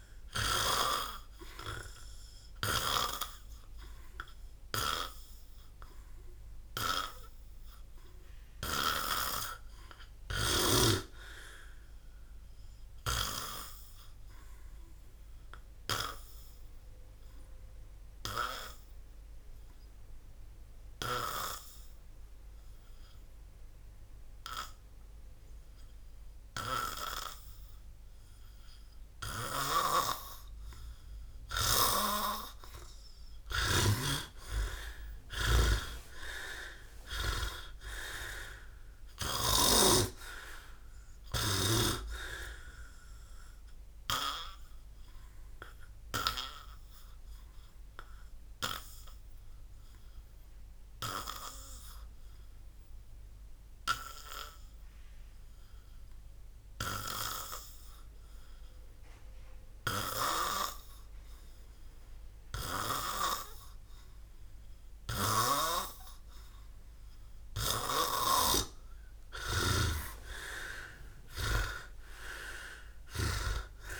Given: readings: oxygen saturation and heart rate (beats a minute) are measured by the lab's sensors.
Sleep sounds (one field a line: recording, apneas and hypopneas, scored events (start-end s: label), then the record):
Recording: breathing in sleep by a room microphone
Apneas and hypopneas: 2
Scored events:
0.00-31.00 s: oxygen desaturation (device-marked, oxygen 87% lowest, heart rate 56 extreme)
14.50-30.50 s: hypopnea (oxygen 98% before, 88% lowest, heart rate 74 before, 56 extreme, up 22 after)
32.50-36.50 s: arousal
33.00-39.50 s: snoring (device-marked)
46.50-68.50 s: hypopnea (oxygen 99% before, 90% lowest, heart rate 66 before, 56 extreme, up 30 after)
69.00-74.00 s: snoring (device-marked)
70.00-73.50 s: arousal
From the record:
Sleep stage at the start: N2 (light sleep)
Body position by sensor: on the back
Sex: male